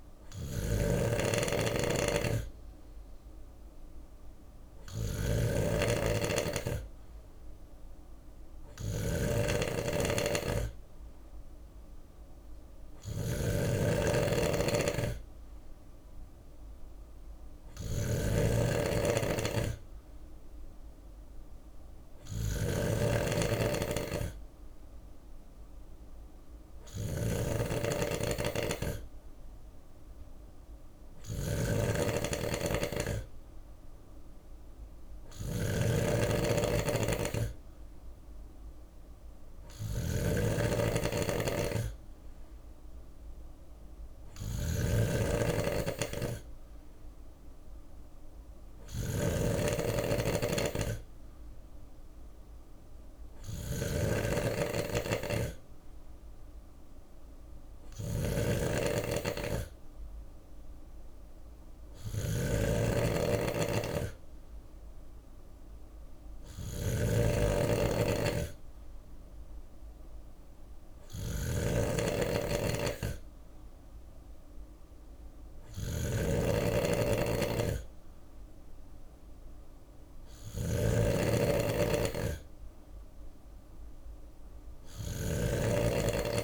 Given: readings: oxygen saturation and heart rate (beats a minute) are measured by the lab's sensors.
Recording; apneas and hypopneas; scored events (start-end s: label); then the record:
breathing in sleep by a room microphone; none
0.00-86.43 s: snoring (device-marked)
25.50-27.50 s: bradycardia (device-marked, heart rate 62 before, 61 extreme)
47.50-58.50 s: drop in pulse transit time (device-marked, heart rate 61 before, 60 extreme)
From the record:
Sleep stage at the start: N3 (deep sleep); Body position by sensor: on the left side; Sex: male